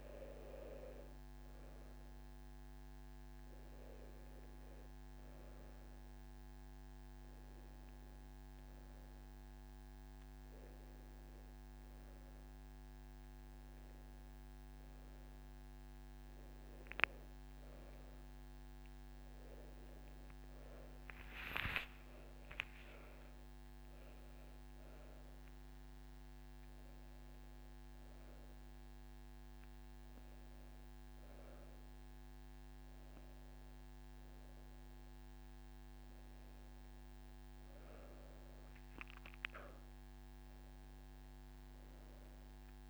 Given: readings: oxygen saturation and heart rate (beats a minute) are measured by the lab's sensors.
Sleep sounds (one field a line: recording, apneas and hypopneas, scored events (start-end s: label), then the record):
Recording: a person partly awake in a sleep study, by a microphone on the trachea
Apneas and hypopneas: none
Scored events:
21.50-23.50 s: long interval between heartbeats (device-marked)
23.50-42.90 s: new sleep stage, awake
26.50-28.50 s: long interval between heartbeats (device-marked)
From the record:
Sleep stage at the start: N1 (lightest sleep)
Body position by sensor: on the back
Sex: female